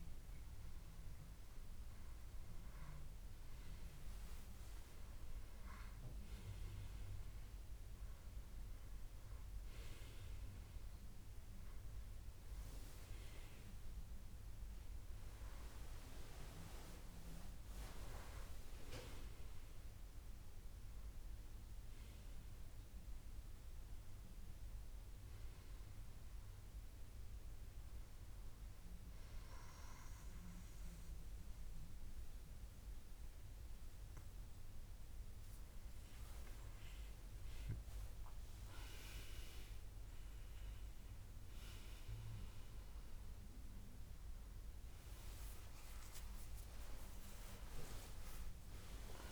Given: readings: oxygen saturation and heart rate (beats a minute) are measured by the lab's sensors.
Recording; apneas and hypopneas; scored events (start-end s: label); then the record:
breathing in sleep by a room microphone; 1
17.50-20.50 s: arousal
26.00-37.00 s: hypopnea (oxygen 97% before, 95% lowest, heart rate 79 before, 71 extreme, up 12 after)
38.50-42.00 s: arousal
From the record:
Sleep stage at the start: N1 (lightest sleep); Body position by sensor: on the back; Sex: male